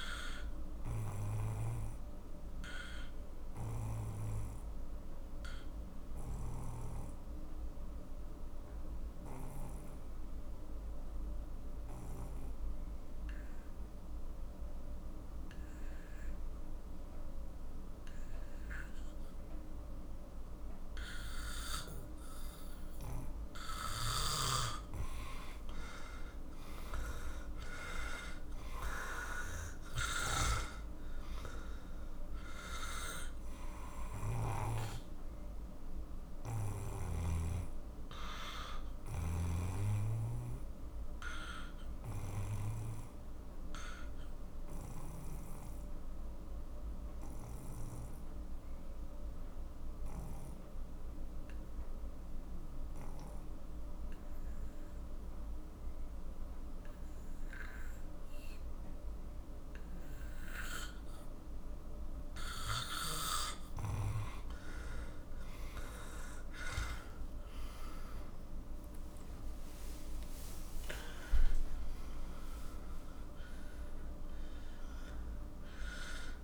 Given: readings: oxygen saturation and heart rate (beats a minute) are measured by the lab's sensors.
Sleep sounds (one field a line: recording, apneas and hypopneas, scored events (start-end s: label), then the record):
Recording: breathing in sleep by a room microphone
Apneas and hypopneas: 2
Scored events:
0.00-9.50 s: oxygen desaturation (device-marked, oxygen 91% lowest, heart rate 44 extreme)
0.50-23.50 s: obstructive apnea (oxygen 98% before, 91% lowest, heart rate 54 before, 45 extreme, up 12 after)
25.50-30.00 s: arousal
26.50-46.50 s: oxygen desaturation (device-marked, oxygen 97% before, 92% lowest, heart rate 49 before, 45 extreme)
34.00-37.50 s: snoring (device-marked)
37.00-61.50 s: obstructive apnea (oxygen 98% before, 91% lowest, heart rate 55 before, 45 extreme, up 14 after)
64.50-76.44 s: oxygen desaturation (device-marked, oxygen 97% before, 91% lowest, heart rate 48 before, 46 extreme)
67.00-71.50 s: arousal
From the record:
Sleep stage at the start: N2 (light sleep)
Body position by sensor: on the back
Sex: male